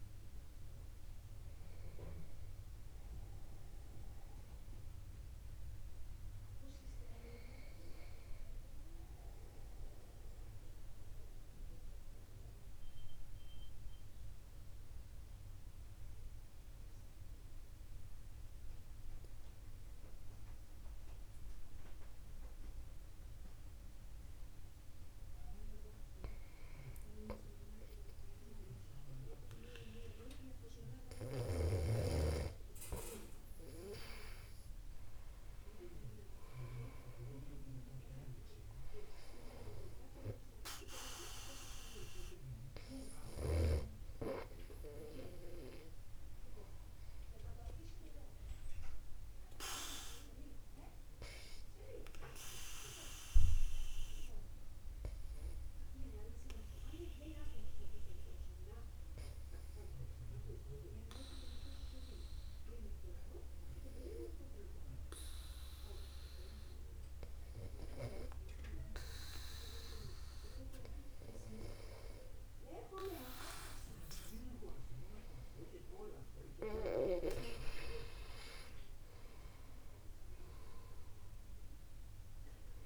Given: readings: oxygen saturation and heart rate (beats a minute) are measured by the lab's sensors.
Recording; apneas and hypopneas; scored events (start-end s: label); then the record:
breathing in sleep by a room microphone; 2
3.00-6.00 s: arousal
11.00-27.00 s: central apnea (oxygen 97% before, 95% lowest, heart rate 52 before, 50 extreme, up 1 after)
29.50-33.00 s: arousal
49.50-71.50 s: obstructive apnea (oxygen 98% before, 94% lowest, heart rate 51 before, 51 extreme, up 0 after)
74.00-77.50 s: arousal
From the record:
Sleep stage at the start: N2 (light sleep); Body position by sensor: upright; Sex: male